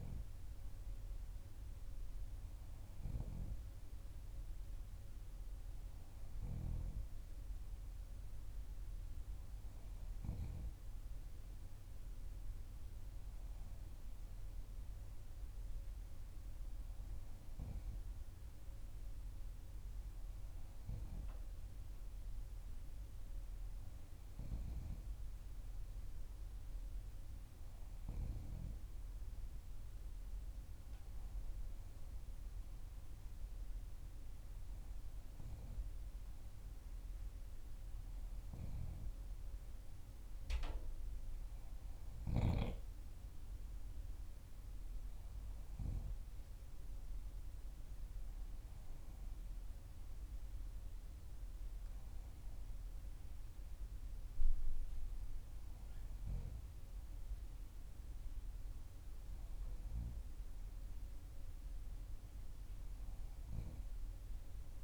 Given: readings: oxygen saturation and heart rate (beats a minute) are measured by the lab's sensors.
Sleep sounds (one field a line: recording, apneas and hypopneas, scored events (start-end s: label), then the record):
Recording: breathing in sleep by a room microphone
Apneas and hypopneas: none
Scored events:
none scored
From the record:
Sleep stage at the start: N3 (deep sleep)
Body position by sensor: on the back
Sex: female